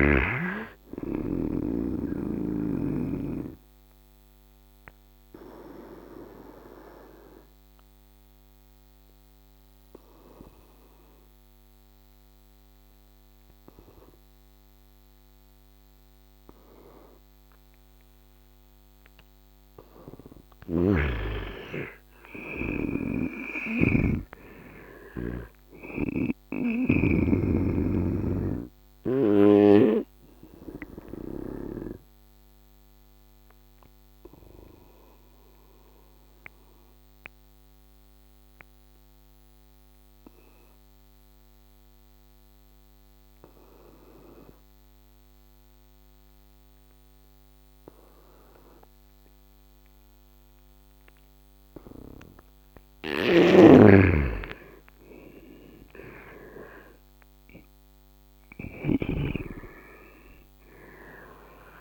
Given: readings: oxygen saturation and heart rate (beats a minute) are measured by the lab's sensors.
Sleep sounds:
breathing in sleep by a microphone on the trachea; 2
0.00-19.00 s: oxygen desaturation (device-marked, oxygen 90% lowest, heart rate 70 extreme)
2.00-19.00 s: obstructive apnea (oxygen 100% before, 79% lowest, heart rate 72 before, 70 extreme, up 8 after)
21.00-24.50 s: arousal
21.00-34.00 s: oxygen desaturation (device-marked, oxygen 98% before, 90% lowest, heart rate 75 before, 66 extreme)
22.50-26.00 s: snoring (device-marked)
28.00-31.50 s: snoring (device-marked)
31.00-53.00 s: obstructive apnea (oxygen 98% before, 79% lowest, heart rate 75 before, 66 extreme, up 16 after)
40.00-46.00 s: oxygen desaturation (device-marked, oxygen 91% before, 84% lowest, heart rate 75 before, 66 extreme)
48.00-61.81 s: oxygen desaturation (device-marked, oxygen 99% before, 79% lowest, heart rate 74 before, 69 extreme)
53.00-61.81 s: snoring (device-marked)
55.50-58.50 s: arousal
From the record:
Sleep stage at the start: N2 (light sleep); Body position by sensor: on the right side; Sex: male

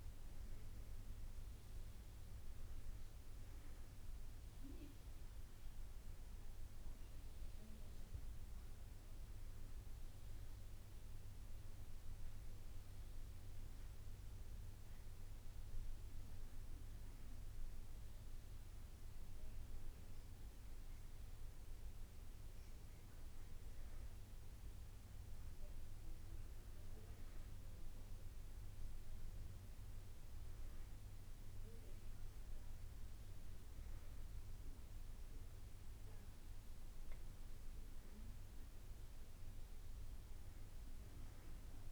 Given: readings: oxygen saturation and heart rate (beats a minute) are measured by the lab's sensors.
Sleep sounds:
a person awake in a sleep study, hard to hear, by a room microphone; none
32.50-41.92 s: new sleep stage, N1 (lightest sleep)
From the record:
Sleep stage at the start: awake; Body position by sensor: on the back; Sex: female

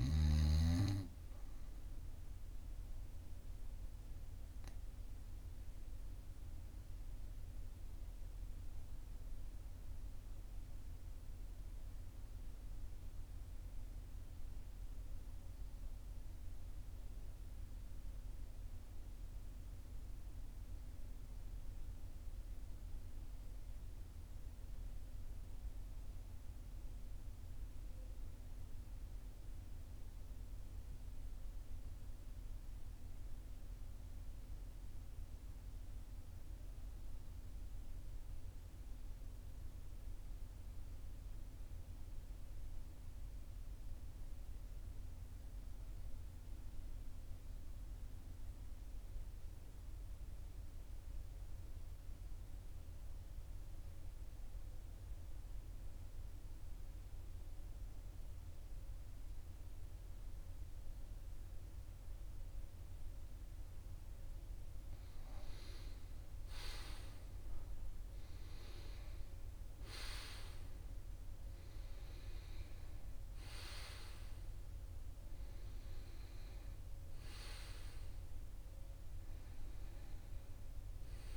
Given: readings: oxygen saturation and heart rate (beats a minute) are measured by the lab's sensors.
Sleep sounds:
breathing in sleep, hard to hear, by a room microphone; 1
0.00-15.00 s: oxygen desaturation (device-marked, oxygen 87% lowest, heart rate 42 extreme)
3.00-63.50 s: obstructive apnea (oxygen 95% before, 80% lowest, heart rate 47 before, 42 extreme, up 7 after)
36.00-81.37 s: oxygen desaturation (device-marked, oxygen 99% before, 80% lowest, heart rate 43 before, 43 extreme)
39.00-81.37 s: new sleep stage, REM sleep
69.00-74.50 s: arousal
From the record:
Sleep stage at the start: N2 (light sleep); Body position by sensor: on the right side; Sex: male

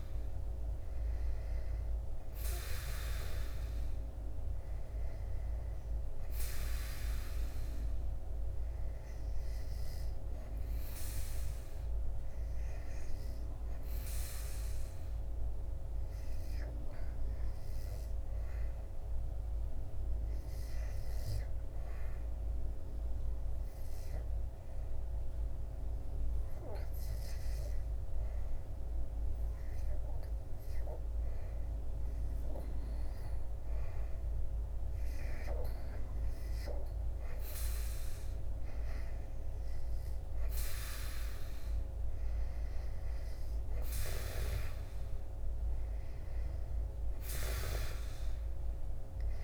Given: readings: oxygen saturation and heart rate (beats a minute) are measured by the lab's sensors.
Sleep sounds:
breathing in sleep by a room microphone; 1
0.00-14.50 s: oxygen desaturation (device-marked, oxygen 93% lowest, heart rate 73 extreme)
14.50-33.00 s: hypopnea (oxygen 97% before, 90% lowest, heart rate 80 before, 74 extreme, up 8 after)
35.50-38.50 s: arousal
37.50-49.43 s: oxygen desaturation (device-marked, oxygen 96% before, 92% lowest, heart rate 75 before, 69 extreme)
From the record:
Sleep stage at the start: REM sleep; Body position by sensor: on the back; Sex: male

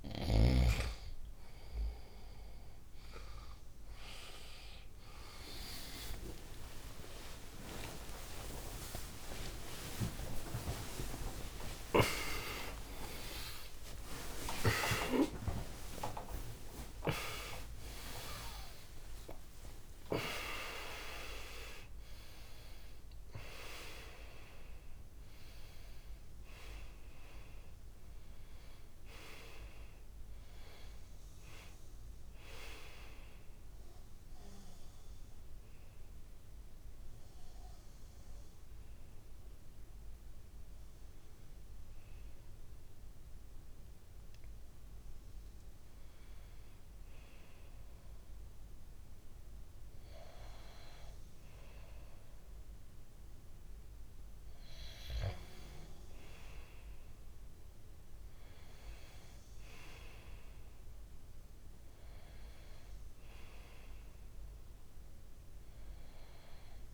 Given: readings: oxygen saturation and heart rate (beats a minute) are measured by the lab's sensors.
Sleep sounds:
breathing in sleep by a room microphone; 1
1.00-20.00 s: oxygen desaturation (device-marked, oxygen 98% before, 94% lowest, heart rate 65 before, 64 extreme)
3.00-22.00 s: tachycardia (device-marked, heart rate 66 before, 199 extreme)
5.50-12.00 s: arousal
13.00-66.94 s: new sleep stage, N1 (lightest sleep)
34.00-45.00 s: hypopnea (oxygen 99% before, 95% lowest, heart rate 125 before, 67 extreme, up 10 after)
47.00-50.00 s: arousal
50.00-66.94 s: oxygen desaturation (device-marked, oxygen 99% before, 95% lowest, heart rate 69 before, 68 extreme)
From the record:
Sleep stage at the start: N2 (light sleep); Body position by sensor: on the back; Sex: male

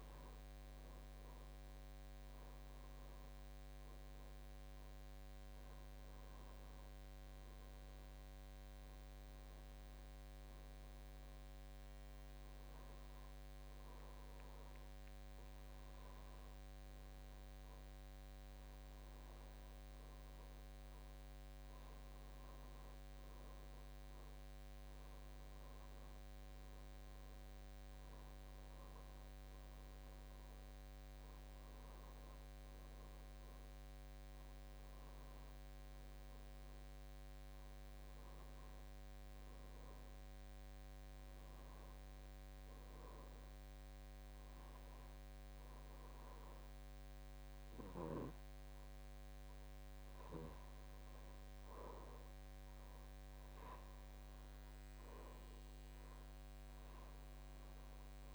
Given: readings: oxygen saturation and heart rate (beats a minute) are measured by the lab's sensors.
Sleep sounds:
breathing in sleep, hard to hear, by a microphone on the trachea; none
none scored
From the record:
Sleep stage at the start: N2 (light sleep); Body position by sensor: on the back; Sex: male

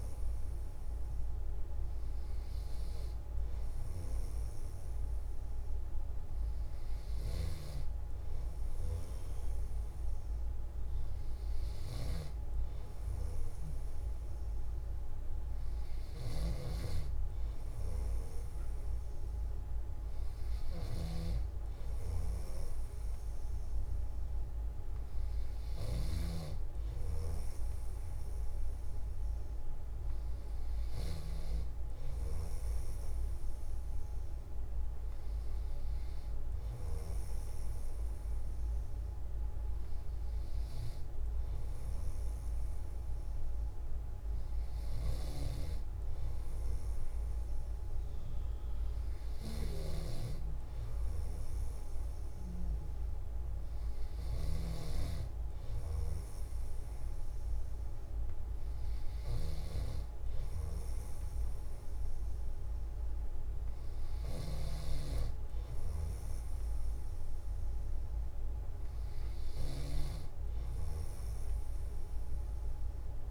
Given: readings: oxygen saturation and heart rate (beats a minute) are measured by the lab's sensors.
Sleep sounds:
breathing in sleep by a room microphone; none
none scored
From the record:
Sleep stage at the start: N3 (deep sleep); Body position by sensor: on the back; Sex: male

